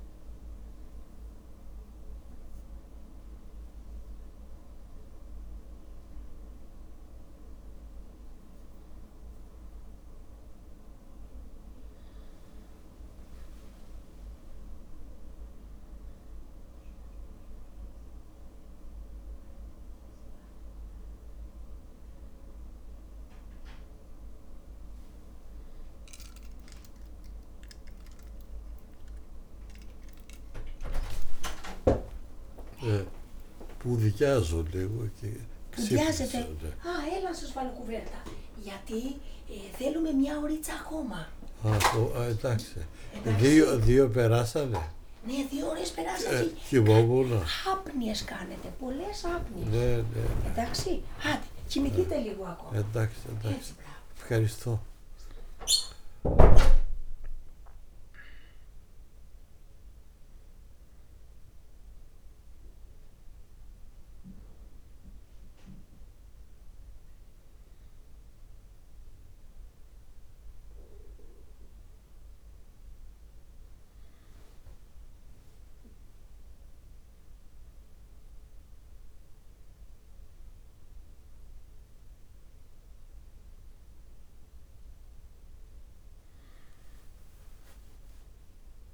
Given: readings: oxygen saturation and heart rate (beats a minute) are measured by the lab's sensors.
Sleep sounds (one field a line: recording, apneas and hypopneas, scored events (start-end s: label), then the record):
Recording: a person awake in a sleep study, by a room microphone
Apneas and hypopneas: none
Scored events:
36.00-42.00 s: snoring (device-marked)
46.50-53.00 s: snoring (device-marked)
From the record:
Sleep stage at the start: awake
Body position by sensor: on the back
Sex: male